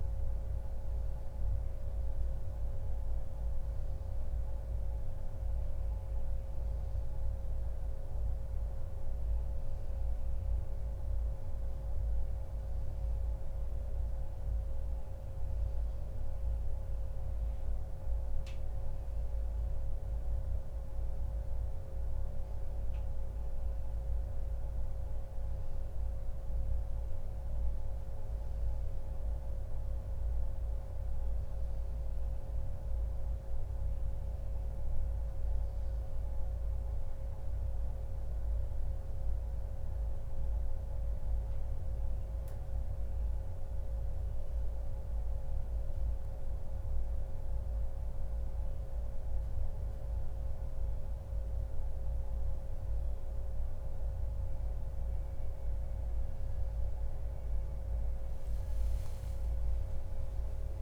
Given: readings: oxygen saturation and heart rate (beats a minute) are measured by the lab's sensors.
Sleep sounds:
a person awake in a sleep study, hard to hear, by a room microphone; none
60.00-60.82 s: new sleep stage, N1 (lightest sleep)
From the record:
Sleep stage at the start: awake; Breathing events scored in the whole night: 247 in 4.9 hours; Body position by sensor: on the back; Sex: male

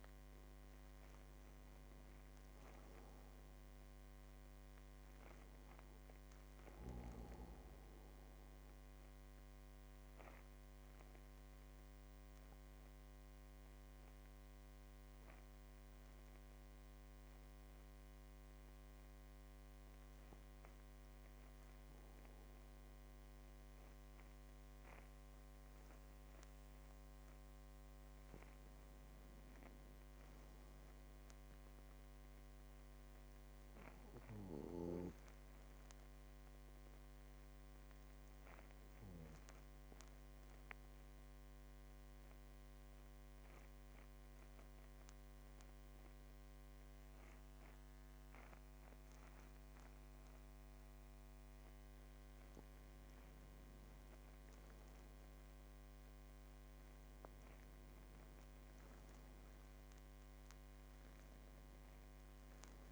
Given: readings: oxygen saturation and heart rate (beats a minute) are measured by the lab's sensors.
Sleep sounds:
breathing in sleep, hard to hear, by a microphone on the trachea; 2
0.00-2.00 s: arousal
0.00-20.50 s: oxygen desaturation (device-marked, oxygen 90% lowest, heart rate 47 extreme)
8.00-26.50 s: mixed apnea (oxygen 99% before, 90% lowest, heart rate 54 before, 47 extreme, up 7 after)
29.00-32.00 s: arousal
40.00-51.00 s: obstructive apnea (oxygen 98% before, 92% lowest, heart rate 52 before, 47 extreme, up 8 after)
54.00-59.00 s: arousal
61.50-62.92 s: oxygen desaturation (device-marked, oxygen 97% before, 92% lowest, heart rate 51 before, 47 extreme)
From the record:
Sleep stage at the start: N2 (light sleep); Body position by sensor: on the back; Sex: male

